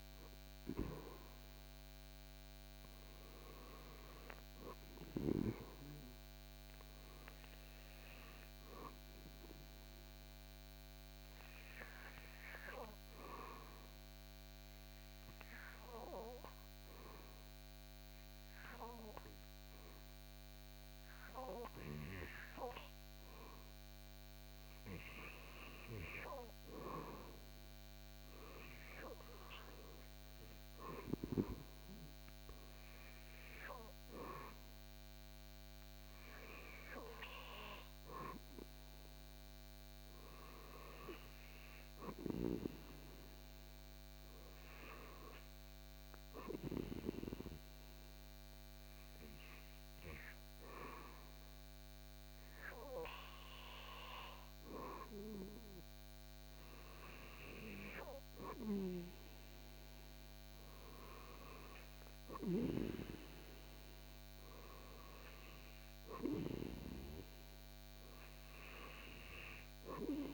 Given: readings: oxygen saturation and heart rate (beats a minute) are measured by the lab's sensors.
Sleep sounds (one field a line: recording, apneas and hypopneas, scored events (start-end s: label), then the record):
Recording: breathing in sleep by a microphone on the trachea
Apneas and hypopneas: 2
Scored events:
13.50-24.50 s: obstructive apnea (oxygen 97% before, 91% lowest, heart rate 77 before, 75 extreme, up 5 after)
16.50-70.34 s: new sleep stage, REM sleep
27.00-31.00 s: arousal
27.50-49.50 s: oxygen desaturation (device-marked, oxygen 96% before, 91% lowest, heart rate 76 before, 75 extreme)
45.50-56.50 s: hypopnea (oxygen 96% before, 92% lowest, heart rate 78 before, 79 extreme, up 4 after)
59.50-64.00 s: arousal
From the record:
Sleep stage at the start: N2 (light sleep)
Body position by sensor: on the back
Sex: male